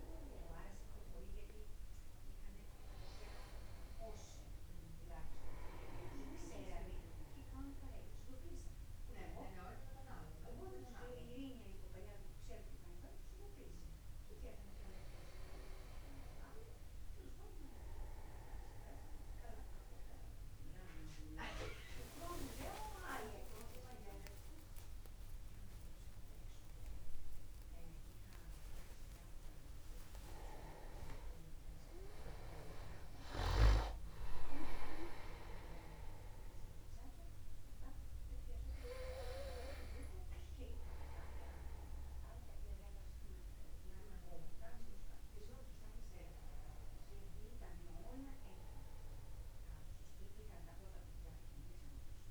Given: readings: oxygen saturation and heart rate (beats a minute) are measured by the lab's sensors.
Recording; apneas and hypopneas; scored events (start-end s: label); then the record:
breathing in sleep by a room microphone; none
23.00-25.00 s: long interval between heartbeats (device-marked, heart rate 51 before, 67 extreme)
24.00-29.00 s: arousal
28.50-30.50 s: long interval between heartbeats (device-marked, heart rate 55 before, 63 extreme)
34.50-36.50 s: long interval between heartbeats (device-marked, heart rate 60 before, 78 extreme)
From the record:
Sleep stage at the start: N1 (lightest sleep); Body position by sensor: upright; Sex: male